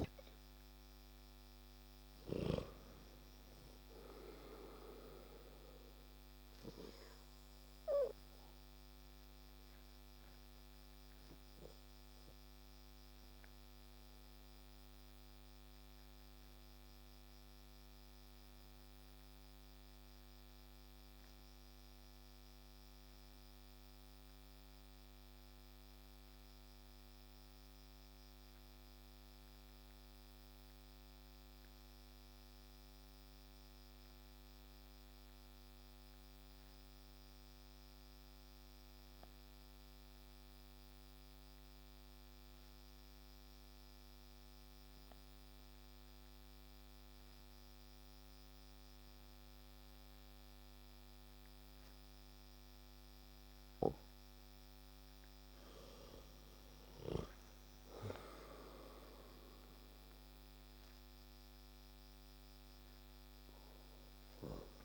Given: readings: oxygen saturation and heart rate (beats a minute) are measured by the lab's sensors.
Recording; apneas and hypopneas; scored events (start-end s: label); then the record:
breathing in sleep by a microphone on the trachea; 1
6.50-53.00 s: obstructive apnea (oxygen 95% before, 90% lowest)
14.00-32.00 s: oxygen desaturation (device-marked, oxygen 96% before, 91% lowest)
52.00-64.85 s: oxygen desaturation (device-marked, oxygen 97% before, 91% lowest)
54.50-57.50 s: arousal
From the record:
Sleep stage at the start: N2 (light sleep); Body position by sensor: on the back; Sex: male